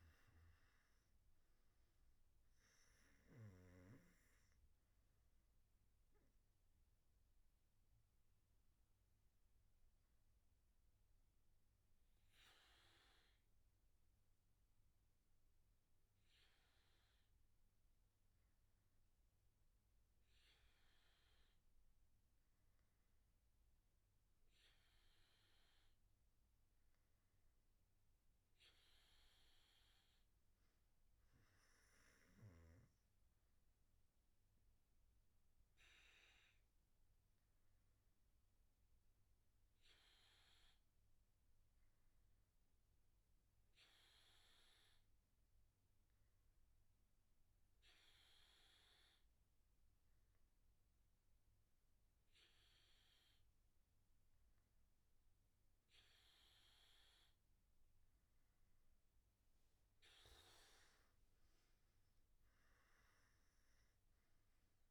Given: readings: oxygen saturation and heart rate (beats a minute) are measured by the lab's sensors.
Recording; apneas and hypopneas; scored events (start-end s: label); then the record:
breathing in sleep, hard to hear, by a room microphone; none
41.50-64.91 s: new sleep stage, N2 (light sleep)
From the record:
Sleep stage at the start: N1 (lightest sleep); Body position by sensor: on the back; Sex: male